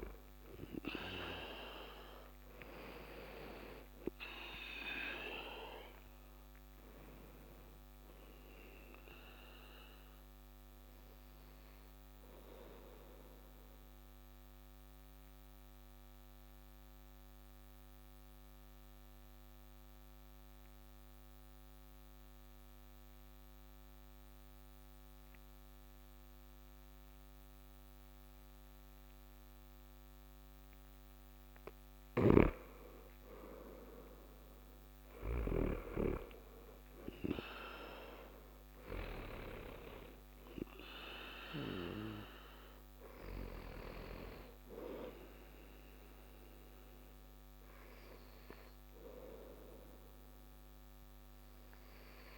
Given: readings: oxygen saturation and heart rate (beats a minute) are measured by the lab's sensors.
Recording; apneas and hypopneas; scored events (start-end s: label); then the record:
breathing in sleep by a microphone on the trachea; 1
0.00-4.00 s: arousal
6.00-30.00 s: oxygen desaturation (device-marked, oxygen 97% before, 92% lowest)
9.50-30.50 s: mixed apnea (oxygen 97% before, 91% lowest)
31.00-35.00 s: snoring (device-marked)
32.50-35.50 s: arousal
45.00-52.38 s: oxygen desaturation (device-marked, oxygen 99% before, 91% lowest)
From the record:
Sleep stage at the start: N2 (light sleep); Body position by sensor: on the back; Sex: male